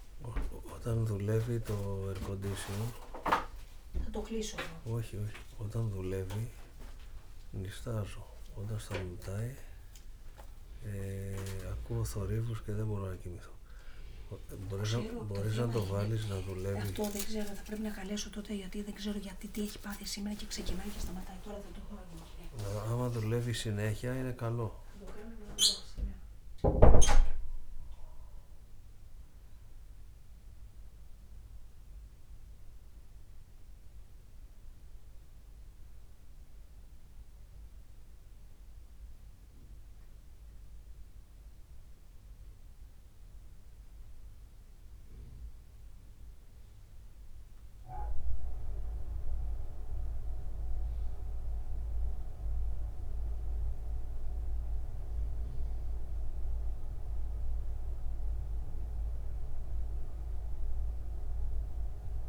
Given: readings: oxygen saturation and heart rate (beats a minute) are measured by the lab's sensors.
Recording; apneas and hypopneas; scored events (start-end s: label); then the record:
a person awake in a sleep study, by a room microphone; none
8.00-10.00 s: long interval between heartbeats (device-marked, heart rate 93 before, 90 extreme)
12.00-15.50 s: snoring (device-marked)
15.50-17.50 s: long interval between heartbeats (device-marked, heart rate 95 before, 89 extreme)
21.00-23.00 s: long interval between heartbeats (device-marked, heart rate 89 before, 90 extreme)
From the record:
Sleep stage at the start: awake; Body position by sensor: on the back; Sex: male